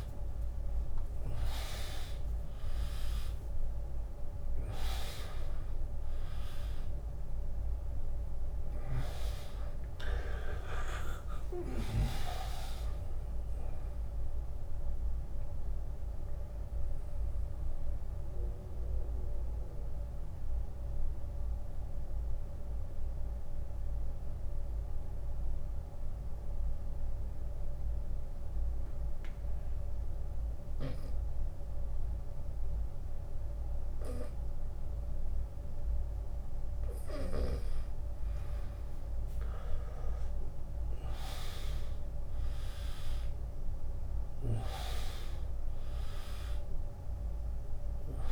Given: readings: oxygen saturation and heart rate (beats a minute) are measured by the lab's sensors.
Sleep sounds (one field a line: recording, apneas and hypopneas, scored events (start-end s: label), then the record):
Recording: breathing in sleep by a room microphone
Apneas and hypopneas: 1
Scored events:
0.00-30.50 s: oxygen desaturation (device-marked, oxygen 91% lowest, heart rate 48 extreme)
0.50-2.50 s: bradycardia (device-marked, heart rate 77 before, 68 extreme)
2.00-4.00 s: long interval between heartbeats (device-marked, heart rate 69 before, 68 extreme)
10.50-22.50 s: drop in pulse transit time (device-marked, heart rate 67 before, 57 extreme)
12.00-36.50 s: mixed apnea (oxygen 100% before, 91% lowest, heart rate 68 before, 48 extreme, up 31 after)
14.00-16.00 s: long interval between heartbeats (device-marked, heart rate 69 before, 76 extreme)
16.00-18.00 s: long interval between heartbeats (device-marked, heart rate 71 before, 57 extreme)
18.50-20.50 s: bradycardia (device-marked, heart rate 76 before, 62 extreme)
19.50-21.50 s: long interval between heartbeats (device-marked, heart rate 69 before, 63 extreme)
26.50-33.50 s: bradycardia (device-marked, heart rate 76 before, 48 extreme)
27.50-29.50 s: long interval between heartbeats (device-marked, heart rate 67 before, 68 extreme)
31.50-33.50 s: long interval between heartbeats (device-marked, heart rate 64 before, 48 extreme)
35.00-37.00 s: long interval between heartbeats (device-marked, heart rate 60 before, 55 extreme)
38.00-42.00 s: arousal
43.50-48.32 s: bradycardia (device-marked, heart rate 76 before, 49 extreme)
44.00-46.00 s: long interval between heartbeats (device-marked, heart rate 62 before, 79 extreme)
46.50-48.32 s: oxygen desaturation (device-marked, oxygen 100% before, 93% lowest, heart rate 65 before, 56 extreme)
From the record:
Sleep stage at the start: N2 (light sleep)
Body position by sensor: on the right side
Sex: male